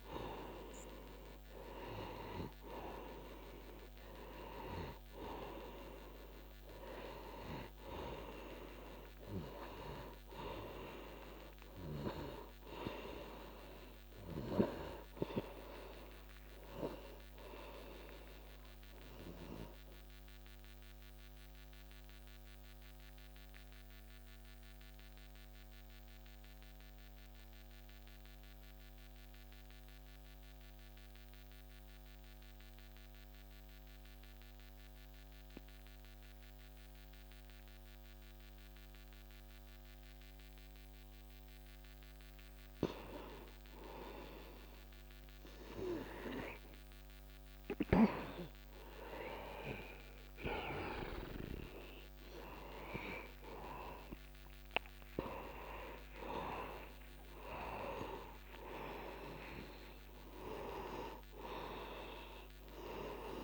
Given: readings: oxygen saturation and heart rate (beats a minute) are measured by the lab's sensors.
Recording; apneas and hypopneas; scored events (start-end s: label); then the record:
breathing in sleep by a microphone on the trachea; 1
0.00-28.00 s: oxygen desaturation (device-marked, oxygen 87% lowest, heart rate 63 extreme)
21.00-43.50 s: mixed apnea (oxygen 97% before, 88% lowest, heart rate 65 before, 63 extreme, up 0 after)
45.00-49.00 s: arousal
54.00-63.44 s: oxygen desaturation (device-marked, oxygen 97% before, 89% lowest, heart rate 64 before, 27 extreme)
55.50-61.50 s: arousal
From the record:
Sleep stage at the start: N2 (light sleep); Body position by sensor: on the back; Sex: male